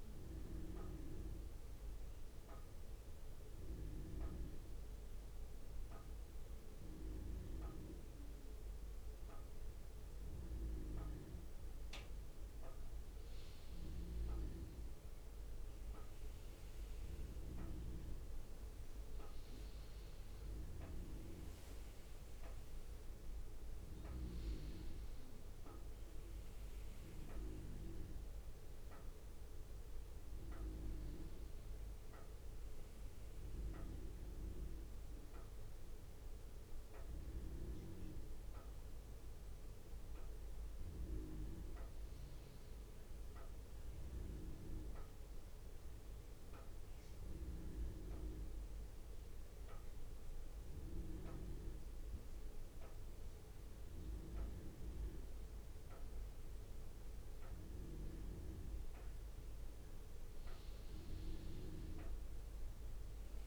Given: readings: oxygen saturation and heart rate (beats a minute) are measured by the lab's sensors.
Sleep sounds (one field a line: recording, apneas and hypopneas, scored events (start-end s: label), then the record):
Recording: breathing in sleep by a room microphone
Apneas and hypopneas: 2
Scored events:
2.00-13.00 s: mixed apnea (oxygen 96% before, 93% lowest, heart rate 65 before, 63 extreme, up 4 after)
14.50-18.00 s: arousal
46.00-58.50 s: central apnea (oxygen 96% before, 93% lowest, heart rate 64 before, 56 extreme, up 4 after)
50.00-63.47 s: new sleep stage, N2 (light sleep)
61.00-63.47 s: arousal
From the record:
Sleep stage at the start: N1 (lightest sleep)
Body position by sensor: on the front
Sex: male